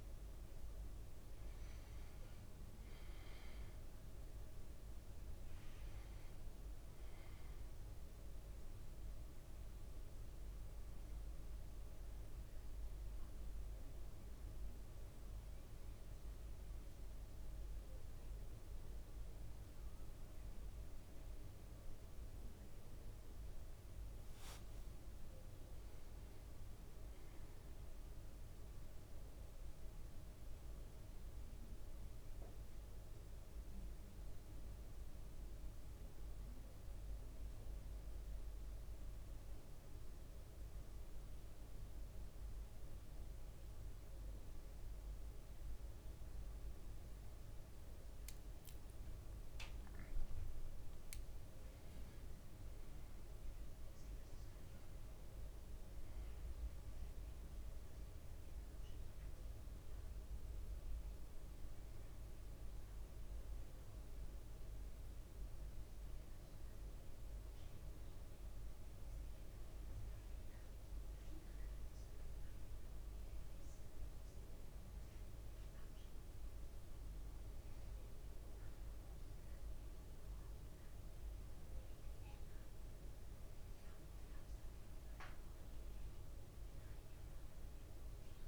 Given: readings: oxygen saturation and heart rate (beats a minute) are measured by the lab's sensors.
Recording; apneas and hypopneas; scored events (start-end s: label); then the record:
breathing in sleep, hard to hear, by a room microphone; none
27.50-33.00 s: arousal
From the record:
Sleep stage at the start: N1 (lightest sleep); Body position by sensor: on the back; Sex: male